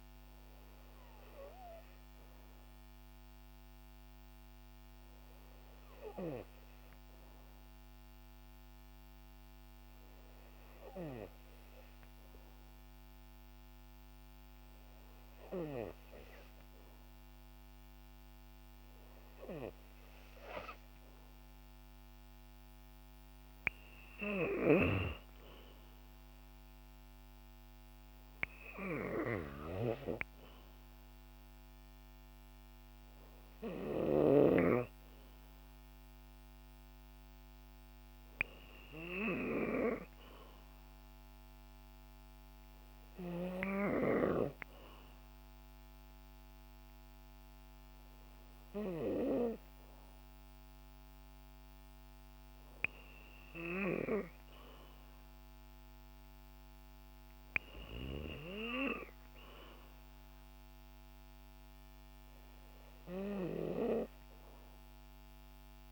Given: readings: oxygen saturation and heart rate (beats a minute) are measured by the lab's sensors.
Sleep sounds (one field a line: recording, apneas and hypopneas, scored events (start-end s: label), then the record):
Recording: breathing in sleep by a microphone on the trachea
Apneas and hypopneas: 1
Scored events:
7.50-21.00 s: hypopnea (oxygen 95% before, 91% lowest, heart rate 60 before, 56 extreme, up 3 after)
14.00-44.00 s: oxygen desaturation (device-marked, oxygen 94% before, 91% lowest, heart rate 61 before, 56 extreme)
24.00-27.50 s: arousal
From the record:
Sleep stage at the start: N3 (deep sleep)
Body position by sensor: on the back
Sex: female